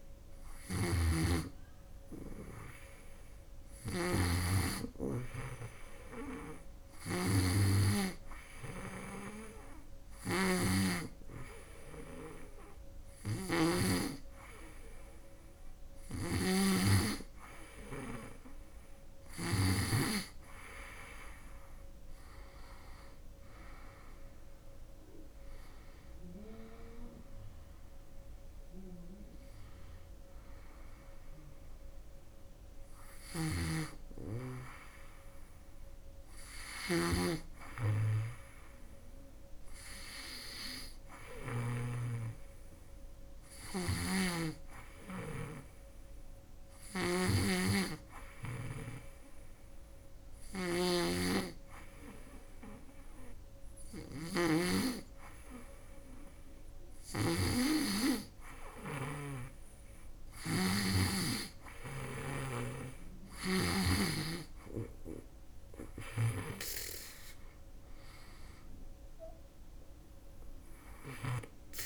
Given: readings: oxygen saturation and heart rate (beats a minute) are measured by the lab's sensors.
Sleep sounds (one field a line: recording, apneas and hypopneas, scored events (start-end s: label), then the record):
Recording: breathing in sleep by a room microphone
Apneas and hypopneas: none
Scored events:
0.00-19.00 s: snoring (device-marked)
32.50-41.50 s: snoring (device-marked)
46.00-71.00 s: snoring (device-marked)
From the record:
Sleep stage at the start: N2 (light sleep)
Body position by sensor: on the back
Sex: female